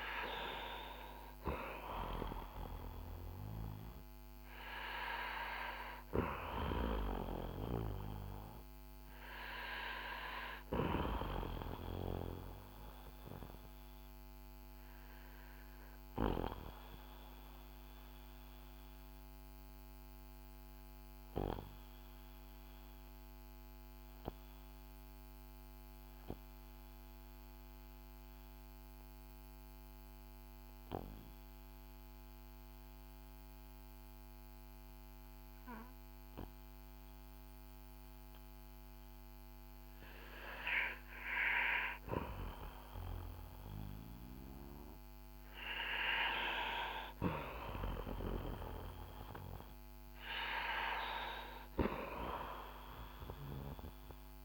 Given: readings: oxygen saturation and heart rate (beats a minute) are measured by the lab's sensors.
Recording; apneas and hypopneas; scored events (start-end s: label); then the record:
breathing in sleep by a microphone on the trachea; 1
0.00-4.00 s: arousal
12.00-40.50 s: obstructive apnea (oxygen 96% before, 91% lowest, heart rate 57 before, 47 extreme, up 8 after)
43.50-47.00 s: arousal
From the record:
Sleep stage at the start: N2 (light sleep); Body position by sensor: on the back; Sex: male